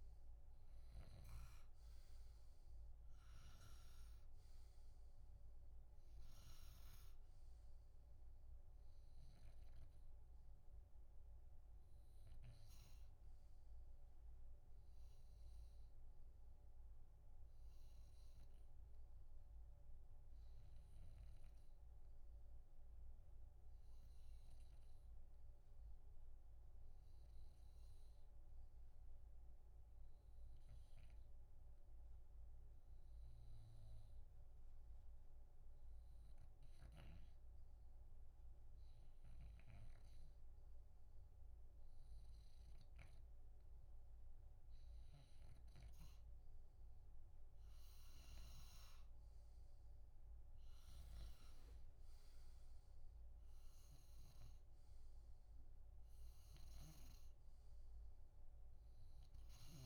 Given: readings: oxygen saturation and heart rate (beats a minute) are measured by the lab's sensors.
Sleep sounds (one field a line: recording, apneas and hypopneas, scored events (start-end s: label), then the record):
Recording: breathing in sleep, hard to hear, by a room microphone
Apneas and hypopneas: 1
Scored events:
0.00-1.50 s: snoring (device-marked)
11.50-43.00 s: hypopnea (oxygen 95% before, 90% lowest, heart rate 65 before, 61 extreme, up 2 after)
21.00-31.00 s: oxygen desaturation (device-marked, oxygen 96% before, 90% lowest, heart rate 66 before, 61 extreme)
45.50-59.86 s: snoring (device-marked)
47.00-51.00 s: arousal
47.00-59.86 s: oxygen desaturation (device-marked, oxygen 96% before, 90% lowest, heart rate 63 before, 54 extreme)
From the record:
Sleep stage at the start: REM sleep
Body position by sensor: on the back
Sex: male